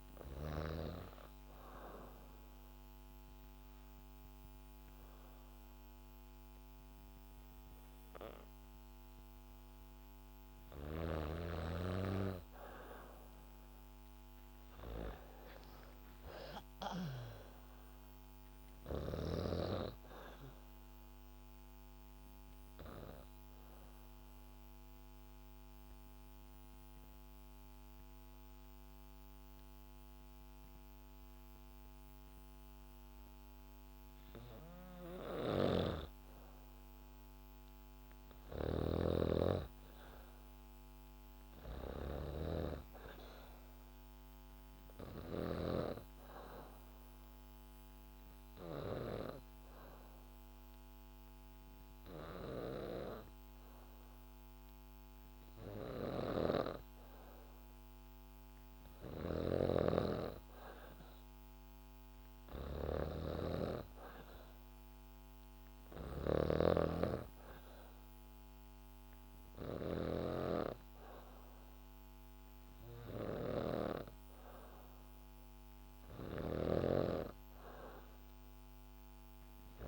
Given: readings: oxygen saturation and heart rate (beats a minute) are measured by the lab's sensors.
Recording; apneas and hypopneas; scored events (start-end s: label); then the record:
breathing in sleep by a microphone on the trachea; 3
0.50-11.00 s: obstructive apnea (oxygen 96% before, 91% lowest, heart rate 73 before, 65 extreme, up 3 after)
10.50-17.00 s: snoring (device-marked)
14.50-17.50 s: arousal
20.00-34.00 s: oxygen desaturation (device-marked, oxygen 96% before, 91% lowest, heart rate 72 before, 65 extreme)
20.50-33.50 s: obstructive apnea (oxygen 96% before, 91% lowest, heart rate 72 before, 65 extreme, up 5 after)
35.00-45.50 s: snoring (device-marked)
36.50-40.50 s: arousal
42.00-57.00 s: oxygen desaturation (device-marked, oxygen 99% before, 94% lowest, heart rate 68 before, 69 extreme)
45.50-57.00 s: obstructive apnea (oxygen 99% before, 92% lowest, heart rate 68 before, 69 extreme, up 2 after)
55.50-79.88 s: snoring (device-marked)
58.50-62.00 s: arousal
66.00-79.00 s: oxygen desaturation (device-marked, oxygen 97% before, 93% lowest, heart rate 70 before, 71 extreme)
From the record:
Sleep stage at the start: N2 (light sleep); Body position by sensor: on the back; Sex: female